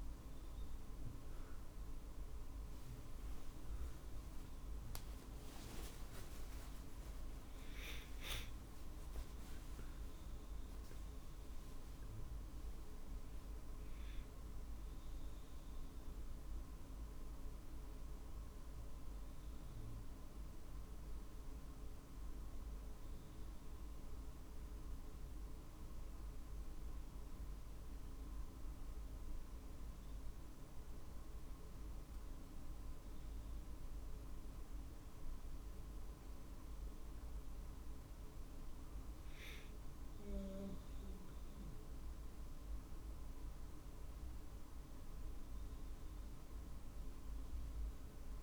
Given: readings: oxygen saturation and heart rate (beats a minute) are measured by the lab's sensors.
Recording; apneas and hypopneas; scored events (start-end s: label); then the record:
a person awake in a sleep study, hard to hear, by a room microphone; none
0.00-18.50 s: drop in pulse transit time (device-marked, heart rate 53 extreme)
From the record:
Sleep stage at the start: awake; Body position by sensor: on the right side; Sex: male